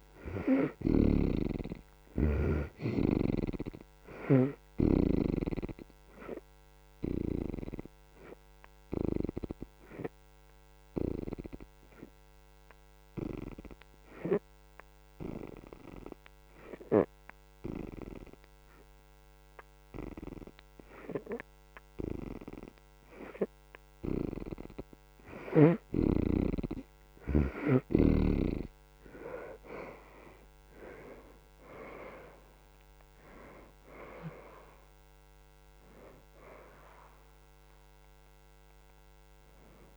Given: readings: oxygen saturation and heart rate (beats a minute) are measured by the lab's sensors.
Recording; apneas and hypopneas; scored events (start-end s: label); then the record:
breathing in sleep by a microphone on the trachea; 1
0.00-1.50 s: arousal
0.00-5.00 s: snoring (device-marked)
0.00-10.50 s: oxygen desaturation (device-marked, oxygen 61% lowest, heart rate 59 extreme)
6.50-22.50 s: obstructive apnea (oxygen 76% before, 50% lowest, heart rate 74 before, 79 extreme, up 1 after)
19.50-36.50 s: oxygen desaturation (device-marked, oxygen 68% before, 57% lowest, heart rate 81 before, 80 extreme)
22.50-27.00 s: arousal
38.50-39.97 s: oxygen desaturation (device-marked, oxygen 65% before, 50% lowest, heart rate 82 before, 76 extreme)
From the record:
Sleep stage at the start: N2 (light sleep); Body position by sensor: on the back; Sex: female